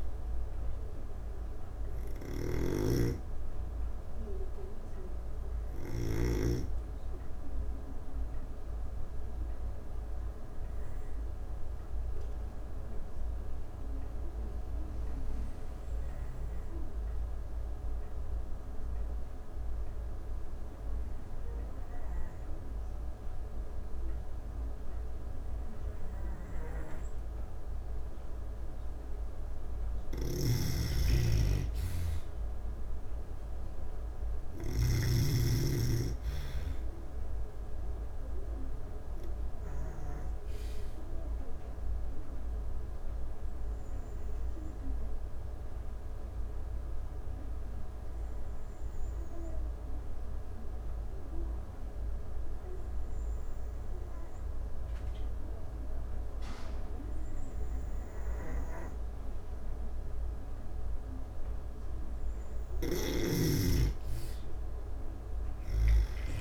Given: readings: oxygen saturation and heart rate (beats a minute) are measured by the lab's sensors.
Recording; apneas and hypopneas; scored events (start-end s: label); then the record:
breathing in sleep by a room microphone; 2
0.00-5.50 s: snoring (device-marked)
0.00-15.50 s: oxygen desaturation (device-marked, oxygen 85% lowest)
5.50-27.00 s: obstructive apnea (oxygen 97% before, 85% lowest)
25.50-55.50 s: oxygen desaturation (device-marked, oxygen 99% before, 87% lowest)
29.00-34.00 s: snoring (device-marked)
29.50-33.00 s: arousal
41.00-58.50 s: obstructive apnea (oxygen 99% before, 85% lowest)
61.00-64.50 s: arousal
From the record:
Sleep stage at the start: N2 (light sleep); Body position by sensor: on the back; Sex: female